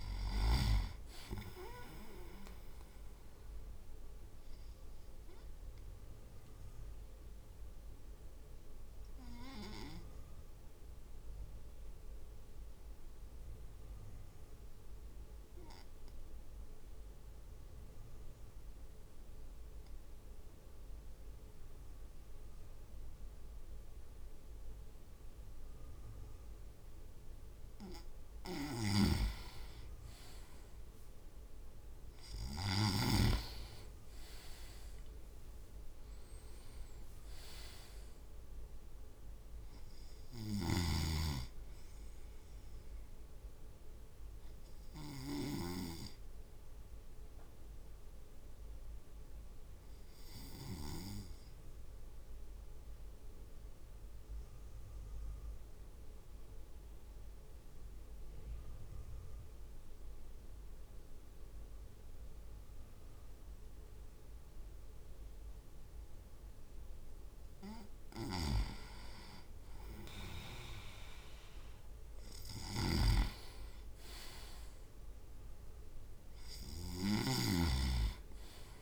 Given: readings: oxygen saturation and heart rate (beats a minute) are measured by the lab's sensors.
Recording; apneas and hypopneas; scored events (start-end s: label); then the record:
breathing in sleep by a room microphone; 2
4.50-26.50 s: obstructive apnea (oxygen 99% before, 96% lowest)
28.50-33.00 s: snoring (device-marked)
29.50-30.50 s: leg movement (device-marked)
33.00-37.00 s: leg movement (device-marked)
34.50-38.50 s: arousal
40.00-45.50 s: snoring (device-marked)
46.00-66.50 s: obstructive apnea (oxygen 99% before, 96% lowest)
68.00-77.00 s: snoring (device-marked)
69.50-73.00 s: arousal
73.00-74.50 s: leg movement (device-marked)
From the record:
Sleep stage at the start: N2 (light sleep); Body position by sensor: on the right side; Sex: male